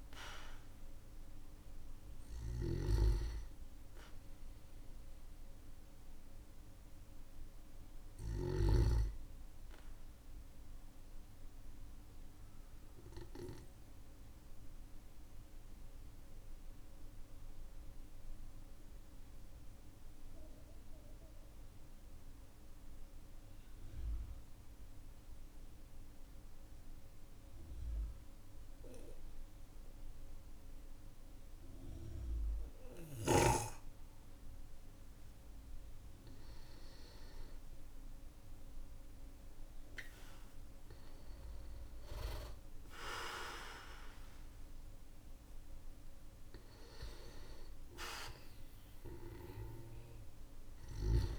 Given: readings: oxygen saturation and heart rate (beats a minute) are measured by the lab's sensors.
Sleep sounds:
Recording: breathing in sleep by a room microphone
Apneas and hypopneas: 1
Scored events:
0.00-8.00 s: snoring (device-marked)
0.00-12.50 s: oxygen desaturation (device-marked, oxygen 94% lowest, heart rate 45 extreme)
2.50-7.00 s: arousal
10.00-34.00 s: obstructive apnea (oxygen 98% before, 92% lowest, heart rate 50 before, 47 extreme, up 13 after)
39.00-44.00 s: arousal
From the record:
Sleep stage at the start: N2 (light sleep)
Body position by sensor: on the back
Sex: male

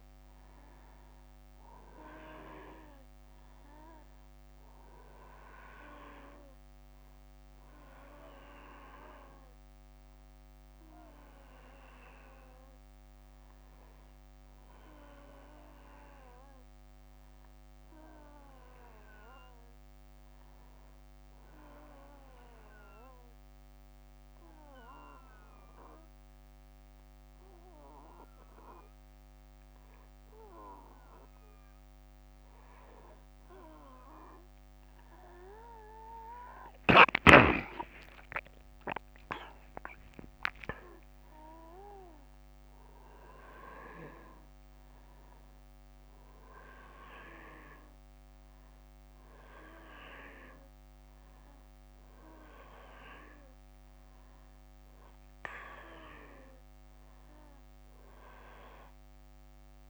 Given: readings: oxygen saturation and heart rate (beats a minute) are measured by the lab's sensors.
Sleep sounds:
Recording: breathing in sleep by a microphone on the trachea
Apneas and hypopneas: 1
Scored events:
0.00-1.50 s: arousal
3.00-59.90 s: new sleep stage, N2 (light sleep)
20.50-32.00 s: obstructive apnea (oxygen 97% before, 92% lowest, heart rate 68 before, 65 extreme, up 5 after)
33.00-37.50 s: arousal
41.00-59.90 s: oxygen desaturation (device-marked, oxygen 96% before, 92% lowest, heart rate 66 before, 63 extreme)
From the record:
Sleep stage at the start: N1 (lightest sleep)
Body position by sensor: on the back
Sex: male

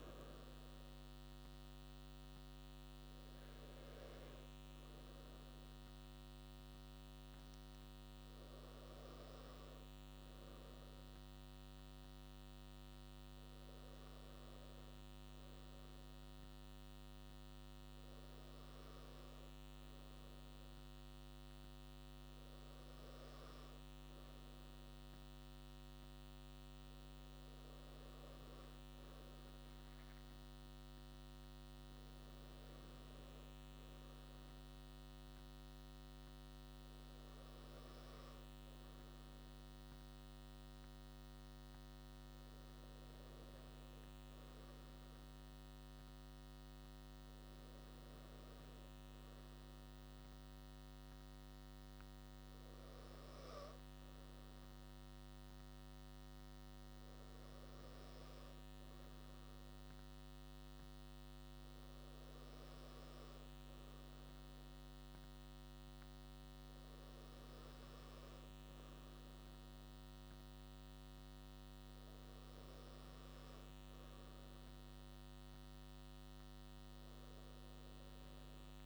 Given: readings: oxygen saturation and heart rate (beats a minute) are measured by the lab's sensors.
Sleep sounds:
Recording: breathing in sleep, hard to hear, by a microphone on the trachea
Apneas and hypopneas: none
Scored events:
none scored
From the record:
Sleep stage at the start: N2 (light sleep)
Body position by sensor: on the right side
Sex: male

